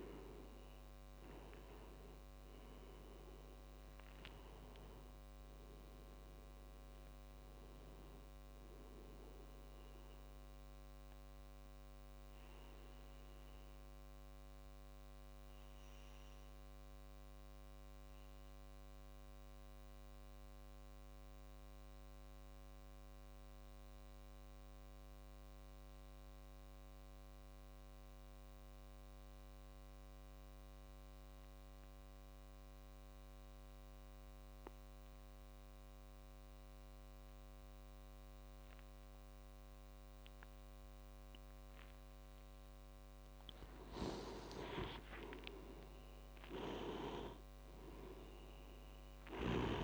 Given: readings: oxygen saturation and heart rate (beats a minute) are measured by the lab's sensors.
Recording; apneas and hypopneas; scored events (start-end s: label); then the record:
breathing in sleep by a microphone on the trachea; 1
0.00-22.00 s: oxygen desaturation (device-marked, oxygen 89% lowest)
12.00-42.50 s: mixed apnea (oxygen 97% before, 89% lowest)
38.00-49.84 s: oxygen desaturation (device-marked, oxygen 98% before, 89% lowest)
44.00-48.00 s: arousal
From the record:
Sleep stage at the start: N2 (light sleep); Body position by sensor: on the back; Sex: male